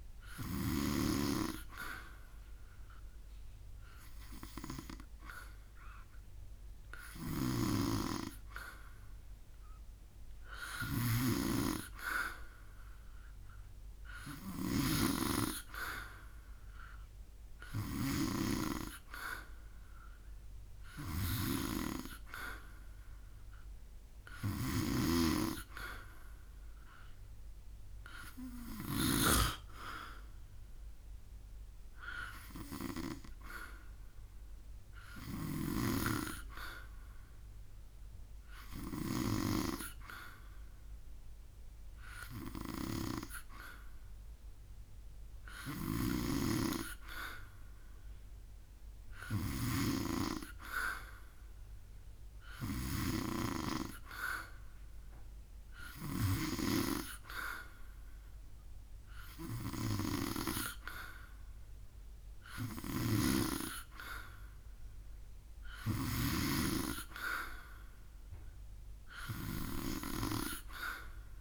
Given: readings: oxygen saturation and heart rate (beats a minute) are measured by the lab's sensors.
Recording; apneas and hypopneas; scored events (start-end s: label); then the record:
breathing in sleep by a room microphone; none
6.50-18.00 s: snoring (device-marked)
24.00-29.00 s: snoring (device-marked)
45.00-49.50 s: snoring (device-marked)
62.00-66.00 s: snoring (device-marked)
From the record:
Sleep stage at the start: N2 (light sleep); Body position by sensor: on the back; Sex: male